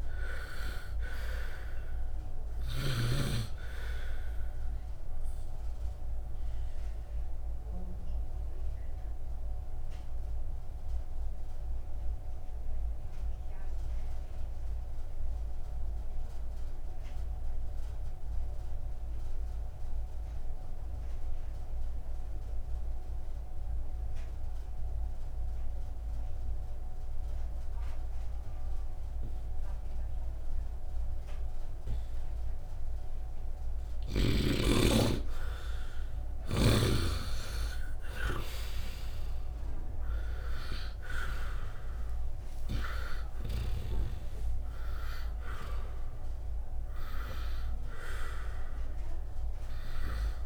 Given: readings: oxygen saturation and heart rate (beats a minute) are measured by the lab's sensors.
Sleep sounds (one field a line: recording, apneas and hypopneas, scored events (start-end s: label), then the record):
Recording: breathing in sleep by a room microphone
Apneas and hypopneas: 1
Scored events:
0.00-19.50 s: oxygen desaturation (device-marked, oxygen 72% lowest, heart rate 52 extreme)
5.00-33.00 s: obstructive apnea (oxygen 98% before, 72% lowest, heart rate 57 before, 56 extreme, up 5 after)
34.50-38.00 s: arousal
44.50-50.46 s: oxygen desaturation (device-marked, oxygen 91% before, 74% lowest, heart rate 61 before, 55 extreme)
From the record:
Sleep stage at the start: N2 (light sleep)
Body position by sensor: on the right side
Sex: male